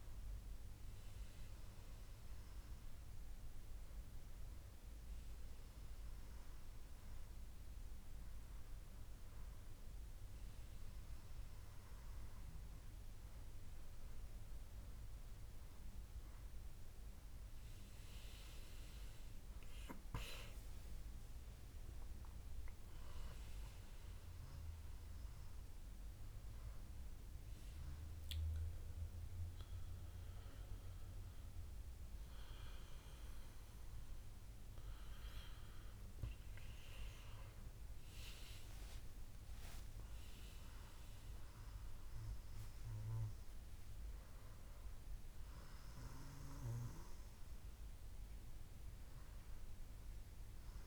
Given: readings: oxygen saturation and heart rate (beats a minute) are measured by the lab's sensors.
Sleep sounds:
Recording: breathing in sleep, hard to hear, by a room microphone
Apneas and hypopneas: none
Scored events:
36.50-40.00 s: arousal
From the record:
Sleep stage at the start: N1 (lightest sleep)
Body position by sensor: on the back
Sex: male

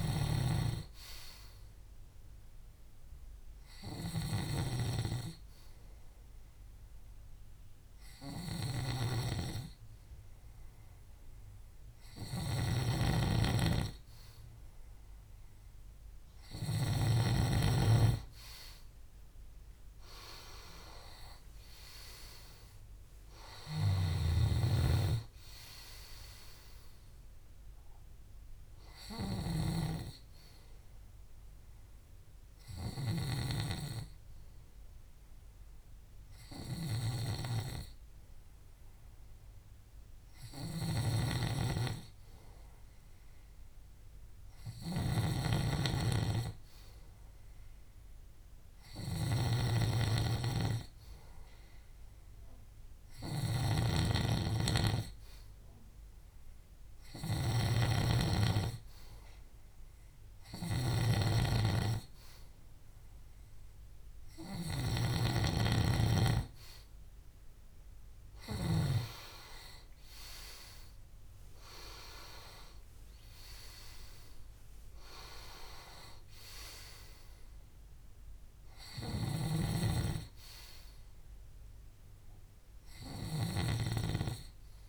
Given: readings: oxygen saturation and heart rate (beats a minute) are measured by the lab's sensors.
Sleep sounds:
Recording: breathing in sleep by a room microphone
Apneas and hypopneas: 2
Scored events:
0.00-17.00 s: snoring (device-marked)
3.00-13.50 s: hypopnea (oxygen 93% before, 93% lowest, heart rate 72 before, 65 extreme, up 5 after)
16.50-20.50 s: arousal
24.00-33.50 s: snoring (device-marked)
32.00-42.00 s: hypopnea (oxygen 97% before, 93% lowest, heart rate 71 before, 65 extreme, up 4 after)
40.50-69.00 s: snoring (device-marked)
44.50-48.00 s: arousal
79.00-84.89 s: snoring (device-marked)
From the record:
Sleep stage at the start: N2 (light sleep)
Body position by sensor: on the back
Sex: male

